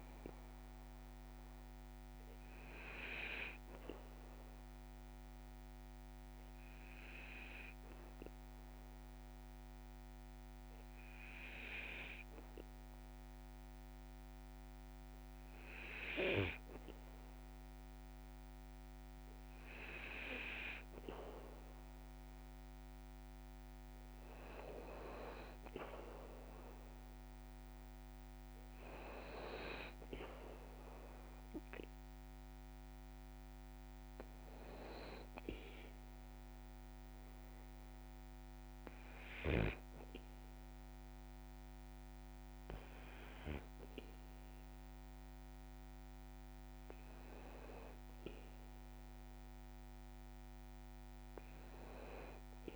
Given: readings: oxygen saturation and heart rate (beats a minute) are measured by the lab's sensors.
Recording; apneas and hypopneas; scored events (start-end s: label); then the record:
breathing in sleep by a microphone on the trachea; none
none scored
From the record:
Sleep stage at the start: N2 (light sleep); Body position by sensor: on the back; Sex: male